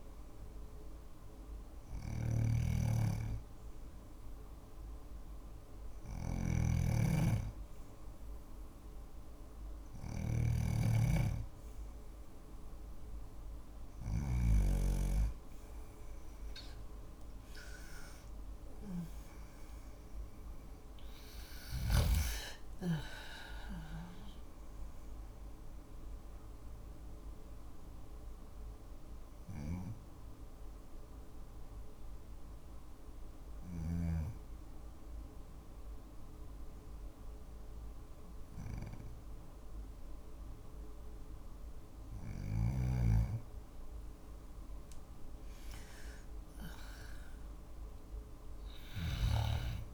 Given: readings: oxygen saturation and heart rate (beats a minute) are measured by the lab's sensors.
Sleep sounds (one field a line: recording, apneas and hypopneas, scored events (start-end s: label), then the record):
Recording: breathing in sleep by a room microphone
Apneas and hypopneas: 1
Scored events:
0.00-13.50 s: snoring (device-marked)
16.00-21.50 s: arousal
24.00-40.00 s: hypopnea (oxygen 96% before, 93% lowest, heart rate 54 before, 51 extreme, up 4 after)
42.00-46.00 s: arousal
48.00-49.94 s: snoring (device-marked)
From the record:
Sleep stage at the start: N2 (light sleep)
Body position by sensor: on the back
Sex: female